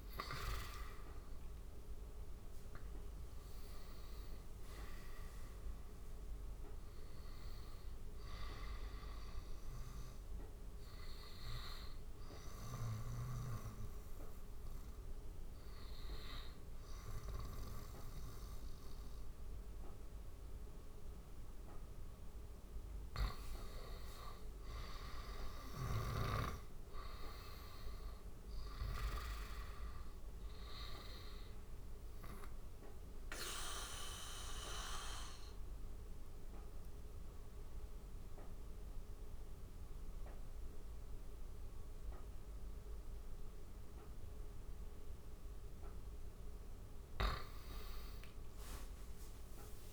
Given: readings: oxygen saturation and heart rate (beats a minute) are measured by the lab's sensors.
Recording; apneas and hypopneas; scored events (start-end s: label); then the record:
breathing in sleep by a room microphone; 2
0.00-13.00 s: oxygen desaturation (device-marked, oxygen 92% lowest, heart rate 84 extreme)
9.00-21.00 s: hypopnea (oxygen 96% before, 90% lowest, heart rate 89 before, 85 extreme, up 4 after)
22.50-26.50 s: arousal
26.00-46.00 s: oxygen desaturation (device-marked, oxygen 96% before, 90% lowest, heart rate 88 before, 83 extreme)
32.50-45.50 s: obstructive apnea (oxygen 96% before, 90% lowest, heart rate 86 before, 83 extreme, up 5 after)
47.50-49.93 s: arousal
From the record:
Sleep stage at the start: N2 (light sleep); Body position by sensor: on the right side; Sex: male